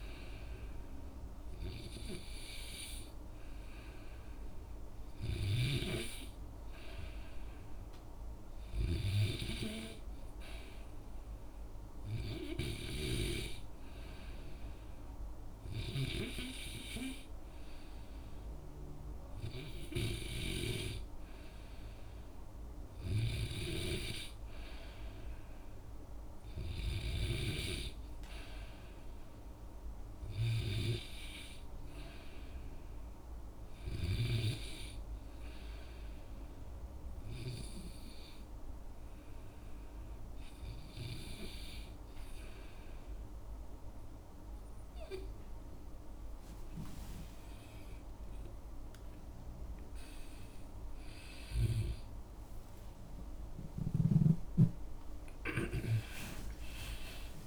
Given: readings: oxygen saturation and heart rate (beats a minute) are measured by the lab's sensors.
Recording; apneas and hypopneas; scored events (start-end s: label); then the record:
breathing in sleep by a room microphone; 1
33.50-44.50 s: hypopnea (oxygen 95% before, 92% lowest, heart rate 66 before, 64 extreme, up 14 after)
52.50-57.00 s: arousal
53.50-55.50 s: tachycardia (device-marked, heart rate 65 before, 86 extreme)
54.50-57.47 s: oxygen desaturation (device-marked, oxygen 96% before, 93% lowest, heart rate 69 before, 62 extreme)
From the record:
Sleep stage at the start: N2 (light sleep); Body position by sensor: on the back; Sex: male